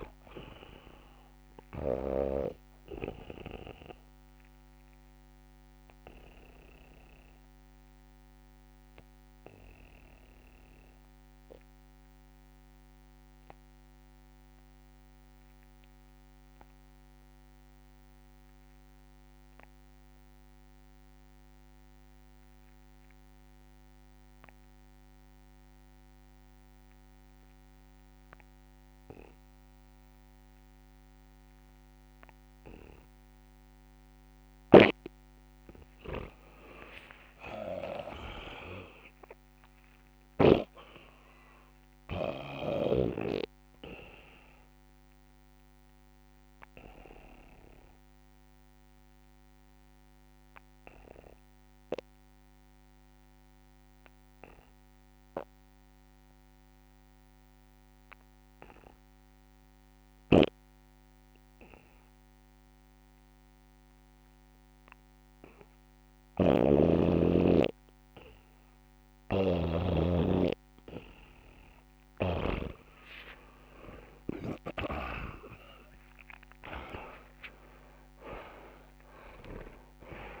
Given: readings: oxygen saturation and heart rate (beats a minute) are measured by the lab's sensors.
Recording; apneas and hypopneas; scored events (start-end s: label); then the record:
breathing in sleep by a microphone on the trachea; 2
0.00-17.00 s: oxygen desaturation (device-marked, oxygen 83% lowest, heart rate 67 extreme)
4.00-34.50 s: obstructive apnea (oxygen 98% before, 83% lowest, heart rate 72 before, 67 extreme, up 6 after)
31.00-61.00 s: oxygen desaturation (device-marked, oxygen 98% before, 84% lowest, heart rate 70 before, 60 extreme)
34.50-42.50 s: snoring (device-marked)
36.50-40.00 s: arousal
45.50-70.50 s: obstructive apnea (oxygen 99% before, 84% lowest, heart rate 70 before, 60 extreme, up 2 after)
60.00-72.50 s: snoring (device-marked)
73.00-78.00 s: arousal
73.50-75.50 s: long interval between heartbeats (device-marked, heart rate 68 before, 68 extreme)
From the record:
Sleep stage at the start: N2 (light sleep); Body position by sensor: on the back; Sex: male